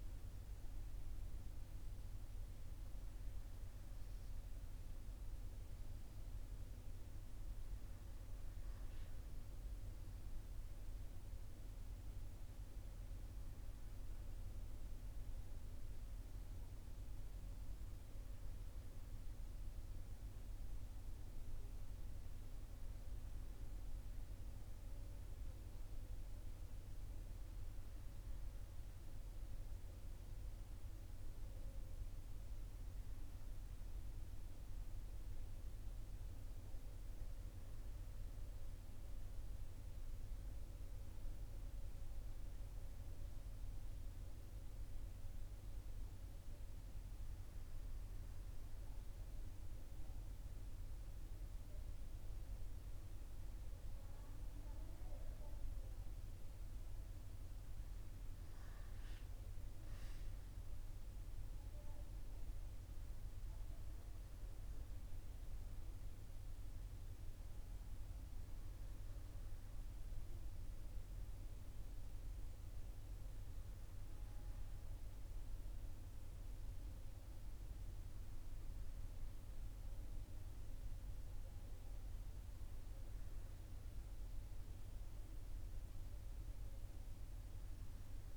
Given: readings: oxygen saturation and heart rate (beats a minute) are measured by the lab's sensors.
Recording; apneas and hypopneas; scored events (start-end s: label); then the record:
breathing in sleep, hard to hear, by a room microphone; none
none scored
From the record:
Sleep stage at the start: N1 (lightest sleep); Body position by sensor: on the right side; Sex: male